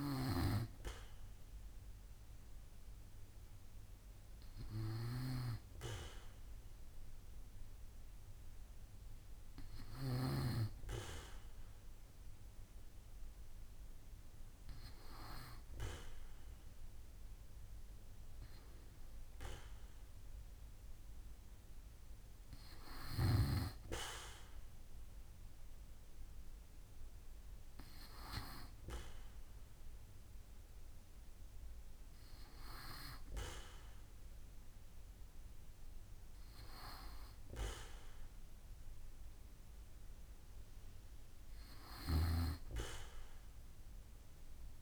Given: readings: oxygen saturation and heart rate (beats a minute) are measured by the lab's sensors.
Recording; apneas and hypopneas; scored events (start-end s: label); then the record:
breathing in sleep by a room microphone; none
none scored
From the record:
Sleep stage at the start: N2 (light sleep); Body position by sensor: on the back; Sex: male